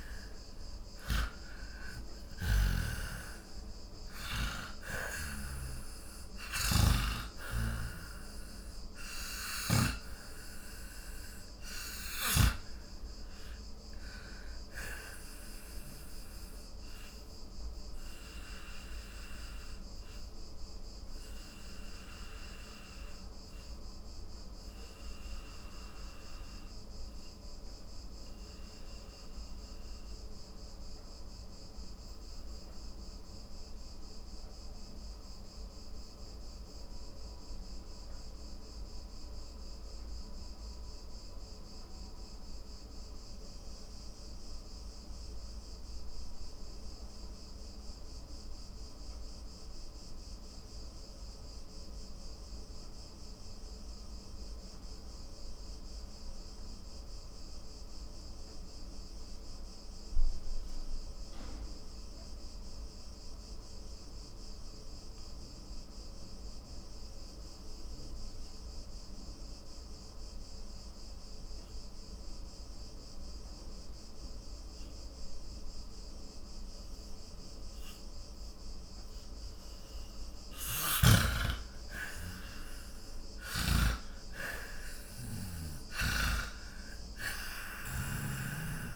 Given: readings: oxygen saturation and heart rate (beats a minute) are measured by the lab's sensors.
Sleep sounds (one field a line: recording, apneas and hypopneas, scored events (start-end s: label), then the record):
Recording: breathing in sleep by a room microphone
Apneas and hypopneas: 1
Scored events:
0.00-2.00 s: arousal
0.00-10.00 s: snoring (device-marked)
0.00-47.00 s: oxygen desaturation (device-marked, oxygen 85% lowest, heart rate 43 extreme)
17.00-81.50 s: obstructive apnea (oxygen 96% before, 80% lowest, heart rate 67 before, 43 extreme, up 21 after)
66.00-88.96 s: oxygen desaturation (device-marked, oxygen 98% before, 80% lowest, heart rate 52 before, 47 extreme)
83.50-88.96 s: arousal
From the record:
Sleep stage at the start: N2 (light sleep)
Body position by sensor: on the back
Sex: male